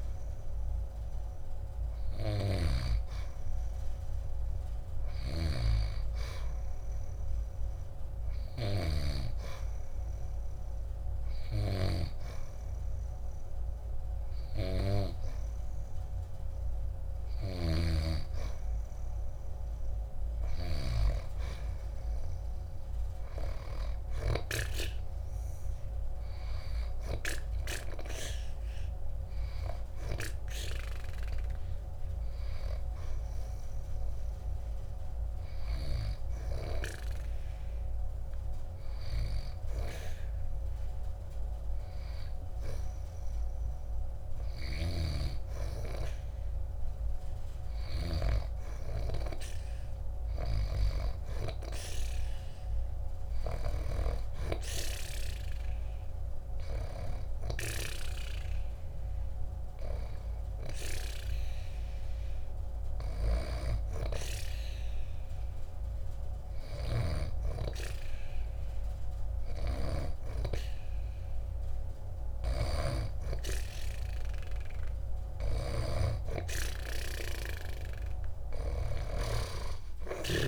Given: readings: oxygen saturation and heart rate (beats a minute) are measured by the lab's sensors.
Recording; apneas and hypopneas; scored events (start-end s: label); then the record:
breathing in sleep by a room microphone; none
0.00-5.00 s: oxygen desaturation (device-marked, oxygen 87% lowest, heart rate 69 extreme)
78.00-80.48 s: arousal
From the record:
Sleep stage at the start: N2 (light sleep); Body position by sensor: on the back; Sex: female